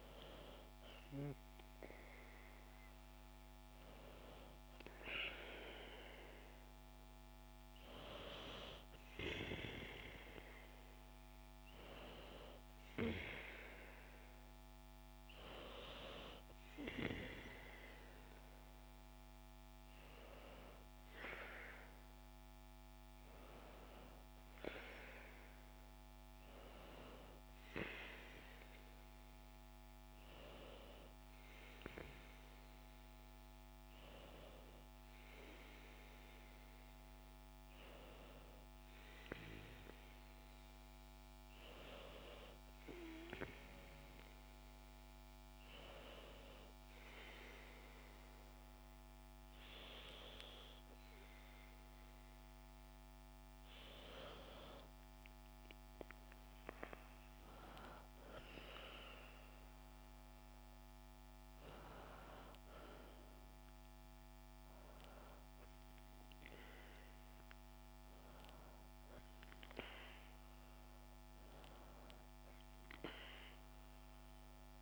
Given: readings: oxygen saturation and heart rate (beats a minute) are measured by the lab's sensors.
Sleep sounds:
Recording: a person partly awake in a sleep study, by a microphone on the trachea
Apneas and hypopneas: 1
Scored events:
15.50-74.82 s: new sleep stage, N2 (light sleep)
40.50-52.50 s: hypopnea (oxygen 98% before, 95% lowest, heart rate 70 before, 72 extreme, up 10 after)
54.00-59.00 s: arousal
From the record:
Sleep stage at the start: awake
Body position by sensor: on the back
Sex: female

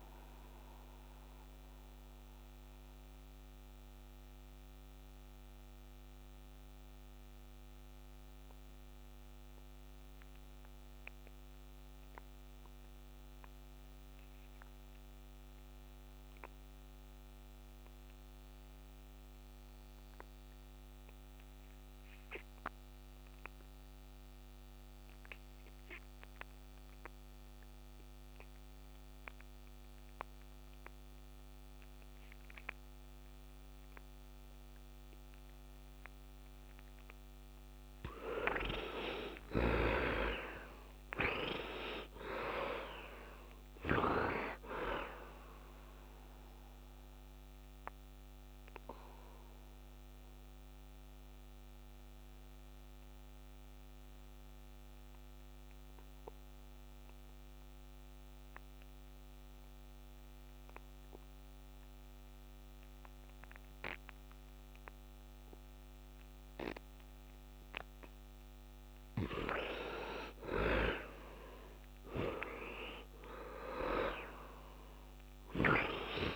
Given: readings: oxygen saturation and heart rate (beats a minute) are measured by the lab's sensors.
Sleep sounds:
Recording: breathing in sleep by a microphone on the trachea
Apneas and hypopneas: 2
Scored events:
0.00-14.00 s: oxygen desaturation (device-marked, heart rate 61 extreme)
0.50-37.00 s: mixed apnea (heart rate 75 before, 61 extreme, up 12 after)
22.00-67.00 s: oxygen desaturation (device-marked, oxygen 97% before, 40% lowest, heart rate 69 before, 62 extreme)
38.00-42.50 s: arousal
45.50-68.00 s: mixed apnea (oxygen 97% before, 40% lowest, heart rate 81 before, 62 extreme, up 18 after)
70.00-74.00 s: arousal
72.00-76.36 s: oxygen desaturation (device-marked, oxygen 93% before, 54% lowest, heart rate 73 before, 64 extreme)
From the record:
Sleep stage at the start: N2 (light sleep)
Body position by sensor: on the right side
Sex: male

